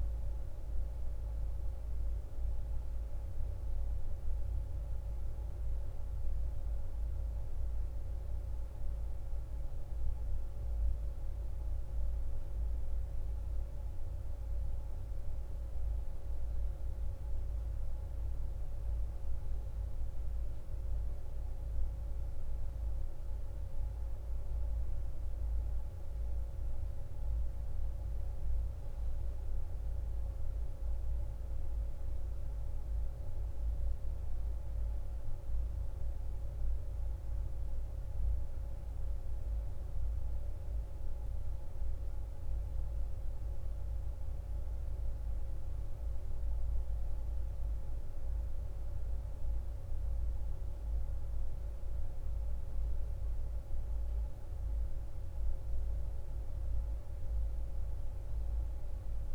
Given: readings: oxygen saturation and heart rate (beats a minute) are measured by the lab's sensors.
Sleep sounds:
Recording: a person awake in a sleep study, hard to hear, by a room microphone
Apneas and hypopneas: none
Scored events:
none scored
From the record:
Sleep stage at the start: awake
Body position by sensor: on the back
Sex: female

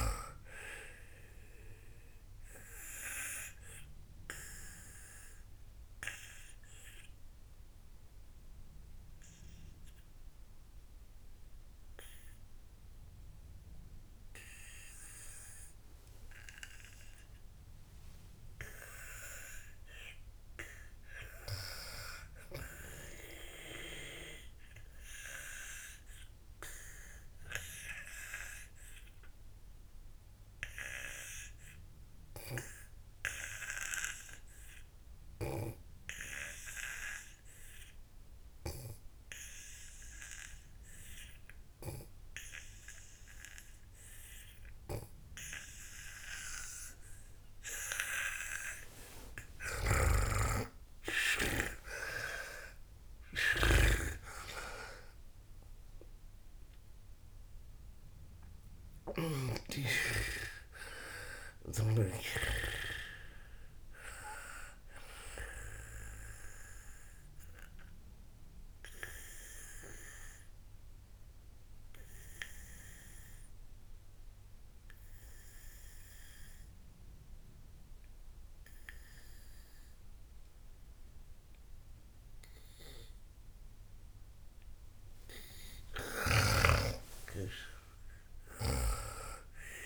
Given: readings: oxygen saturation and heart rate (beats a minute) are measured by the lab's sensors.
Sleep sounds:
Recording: breathing in sleep by a room microphone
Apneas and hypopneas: 3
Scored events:
0.00-17.50 s: oxygen desaturation (device-marked, oxygen 92% lowest, heart rate 54 extreme)
2.00-19.50 s: obstructive apnea (oxygen 99% before, 88% lowest, heart rate 67 before, 54 extreme, up 13 after)
20.00-24.00 s: arousal
26.50-49.50 s: obstructive apnea (oxygen 98% before, 88% lowest, heart rate 59 before, 59 extreme, up 31 after)
33.00-39.50 s: snoring (device-marked)
45.50-63.00 s: snoring (device-marked)
48.50-78.50 s: oxygen desaturation (device-marked, oxygen 96% before, 88% lowest, heart rate 64 before, 56 extreme)
50.50-56.50 s: arousal
67.50-85.50 s: obstructive apnea (oxygen 96% before, 88% lowest, heart rate 78 before, 56 extreme, up 13 after)
87.50-89.86 s: arousal
From the record:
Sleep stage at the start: N2 (light sleep)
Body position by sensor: on the back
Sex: female

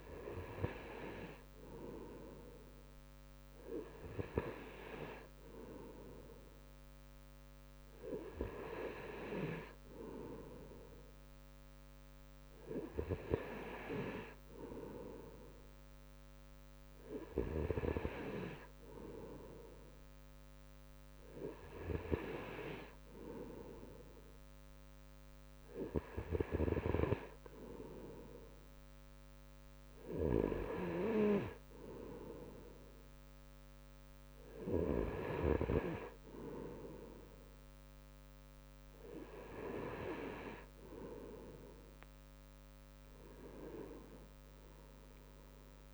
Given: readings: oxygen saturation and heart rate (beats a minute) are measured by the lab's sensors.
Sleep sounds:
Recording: breathing in sleep by a microphone on the trachea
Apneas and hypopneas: none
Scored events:
1.50-3.50 s: long interval between heartbeats (device-marked, heart rate 68 before, 74 extreme)
42.50-45.00 s: leg movement (device-marked)
43.00-45.94 s: arousal
44.50-45.94 s: drop in pulse transit time (device-marked, heart rate 68 before, 73 extreme)
From the record:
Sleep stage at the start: N2 (light sleep)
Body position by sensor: on the right side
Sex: male

